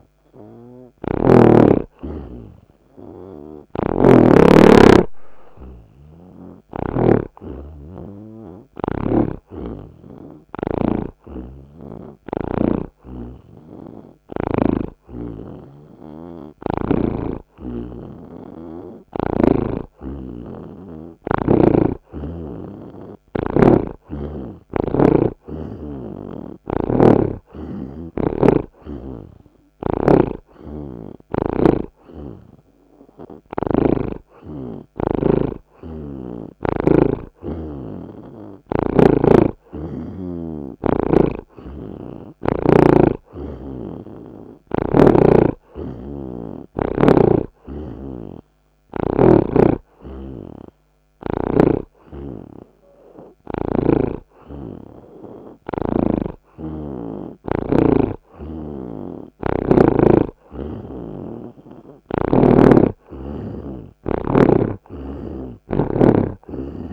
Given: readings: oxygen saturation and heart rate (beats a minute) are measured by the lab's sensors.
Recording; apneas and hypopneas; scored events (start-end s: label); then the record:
breathing in sleep by a microphone on the trachea; 1
9.00-19.00 s: hypopnea (oxygen 83% before, 78% lowest)
9.50-13.00 s: snoring (device-marked)
13.50-31.50 s: oxygen desaturation (device-marked, oxygen 83% before, 78% lowest)
21.00-24.50 s: arousal
30.00-34.00 s: snoring (device-marked)
36.00-39.50 s: snoring (device-marked)
41.50-45.00 s: snoring (device-marked)
51.50-66.93 s: oxygen desaturation (device-marked, oxygen 82% before, 79% lowest)
From the record:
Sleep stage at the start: N2 (light sleep); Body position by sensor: on the right side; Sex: male